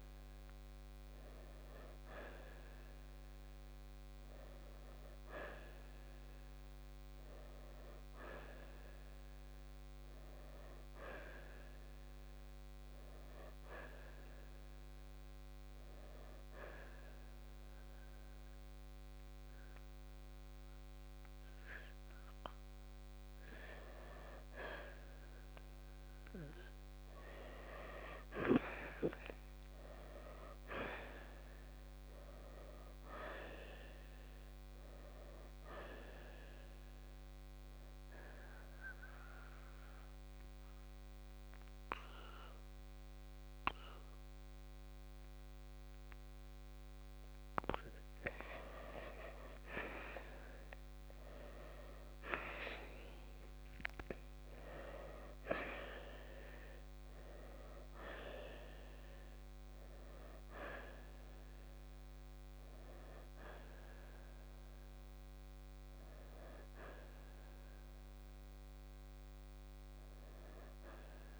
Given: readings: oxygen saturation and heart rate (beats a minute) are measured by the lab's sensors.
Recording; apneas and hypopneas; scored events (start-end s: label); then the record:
breathing in sleep by a microphone on the trachea; 1
0.00-7.00 s: oxygen desaturation (device-marked, oxygen 86% lowest, heart rate 61 extreme)
25.50-29.00 s: arousal
36.00-54.00 s: oxygen desaturation (device-marked, oxygen 92% before, 88% lowest, heart rate 65 before, 59 extreme)
38.50-48.50 s: obstructive apnea (oxygen 94% before, 87% lowest, heart rate 65 before, 59 extreme, up 7 after)
50.00-54.50 s: arousal
64.00-71.40 s: oxygen desaturation (device-marked, oxygen 93% before, 87% lowest, heart rate 64 before, 59 extreme)
From the record:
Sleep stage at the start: N2 (light sleep); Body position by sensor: on the right side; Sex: male